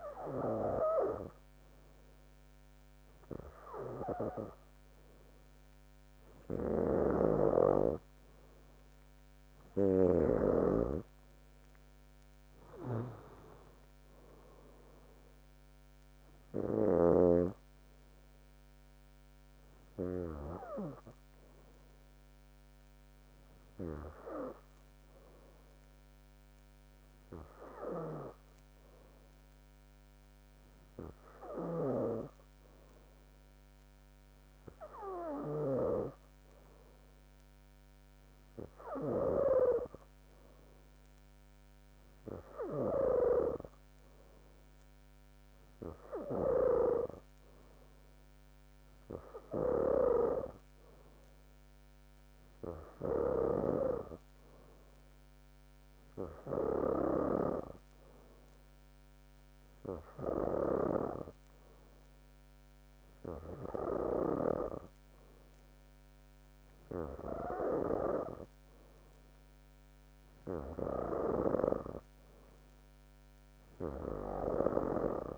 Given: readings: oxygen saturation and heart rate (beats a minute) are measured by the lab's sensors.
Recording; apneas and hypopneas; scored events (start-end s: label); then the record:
breathing in sleep by a microphone on the trachea; none
3.50-23.50 s: oxygen desaturation (device-marked, oxygen 95% before, 92% lowest, heart rate 65 before, 61 extreme)
6.50-10.50 s: snoring (device-marked)
31.50-36.00 s: snoring (device-marked)
53.50-61.00 s: snoring (device-marked)
From the record:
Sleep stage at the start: N3 (deep sleep); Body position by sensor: on the back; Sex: female